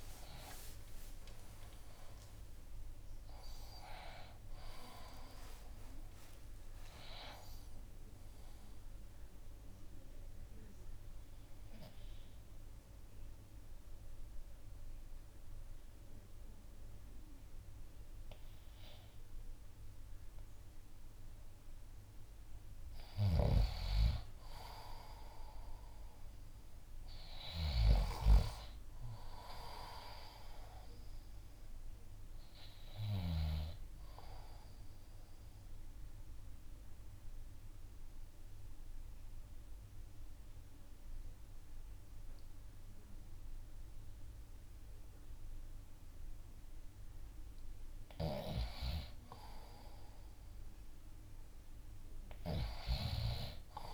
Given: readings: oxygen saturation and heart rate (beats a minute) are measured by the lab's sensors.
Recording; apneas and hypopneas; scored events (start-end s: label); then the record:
breathing in sleep by a room microphone; 2
1.50-6.00 s: arousal
9.50-23.00 s: mixed apnea (oxygen 95% before, 92% lowest, heart rate 69 before, 56 extreme, up 7 after)
23.00-33.50 s: snoring (device-marked)
24.50-27.00 s: arousal
29.00-42.00 s: drop in pulse transit time (device-marked, heart rate 65 before, 56 extreme)
34.00-53.94 s: oxygen desaturation (device-marked, oxygen 97% before, 92% lowest, heart rate 63 before, 56 extreme)
35.00-48.00 s: mixed apnea (oxygen 97% before, 91% lowest, heart rate 63 before, 56 extreme, up 4 after)
From the record:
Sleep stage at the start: N2 (light sleep); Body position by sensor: on the back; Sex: male